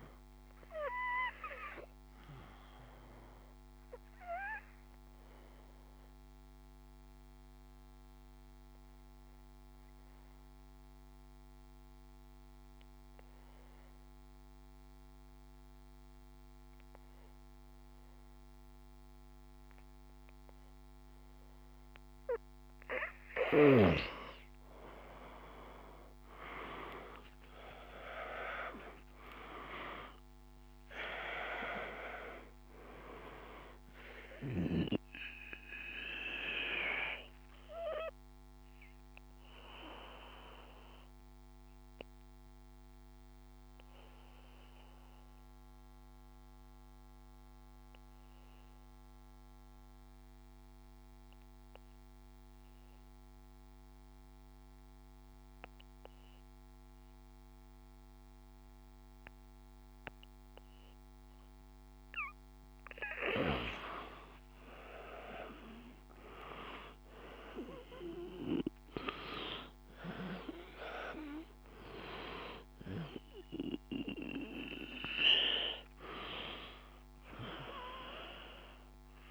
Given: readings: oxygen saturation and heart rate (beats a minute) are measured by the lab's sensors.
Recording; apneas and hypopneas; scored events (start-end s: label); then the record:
breathing in sleep by a microphone on the trachea; 2
1.00-22.00 s: obstructive apnea (oxygen 96% before, 89% lowest, heart rate 53 before, 52 extreme, up 4 after)
25.00-29.00 s: arousal
29.00-54.00 s: oxygen desaturation (device-marked, oxygen 96% before, 89% lowest, heart rate 53 before, 52 extreme)
35.50-59.00 s: obstructive apnea (oxygen 96% before, 89% lowest, heart rate 54 before, 52 extreme, up 1 after)
63.00-66.50 s: arousal
65.00-79.31 s: oxygen desaturation (device-marked, oxygen 98% before, 90% lowest, heart rate 53 before, 51 extreme)
From the record:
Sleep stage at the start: N2 (light sleep); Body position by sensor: on the back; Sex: male